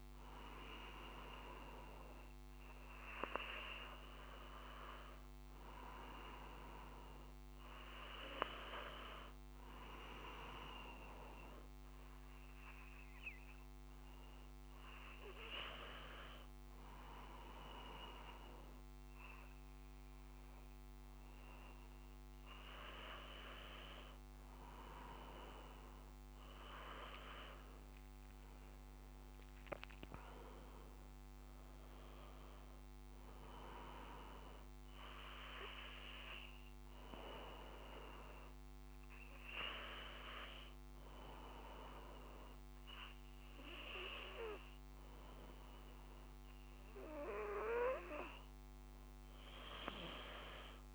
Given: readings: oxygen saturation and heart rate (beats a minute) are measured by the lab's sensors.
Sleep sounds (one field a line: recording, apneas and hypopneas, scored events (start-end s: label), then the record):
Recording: breathing in sleep by a microphone on the trachea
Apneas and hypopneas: none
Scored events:
none scored
From the record:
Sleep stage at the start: N2 (light sleep)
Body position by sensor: on the back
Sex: male